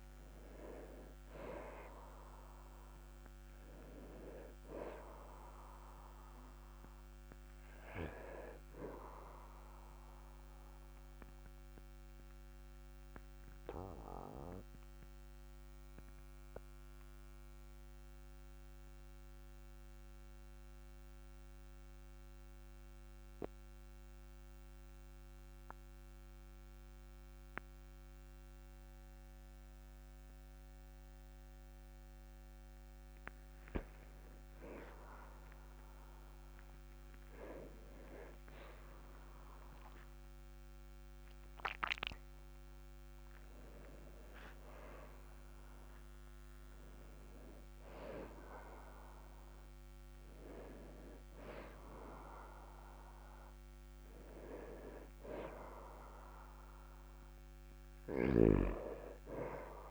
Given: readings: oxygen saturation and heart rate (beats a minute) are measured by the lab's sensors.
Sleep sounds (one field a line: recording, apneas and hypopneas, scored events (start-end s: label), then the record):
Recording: breathing in sleep by a microphone on the trachea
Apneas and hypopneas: 1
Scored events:
4.50-19.50 s: oxygen desaturation (device-marked, oxygen 98% before, 95% lowest, heart rate 50 before, 39 extreme)
11.00-33.00 s: mixed apnea (oxygen 99% before, 95% lowest, heart rate 47 before, 38 extreme, up 7 after)
35.00-39.00 s: arousal
From the record:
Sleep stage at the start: N2 (light sleep)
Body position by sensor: on the back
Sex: male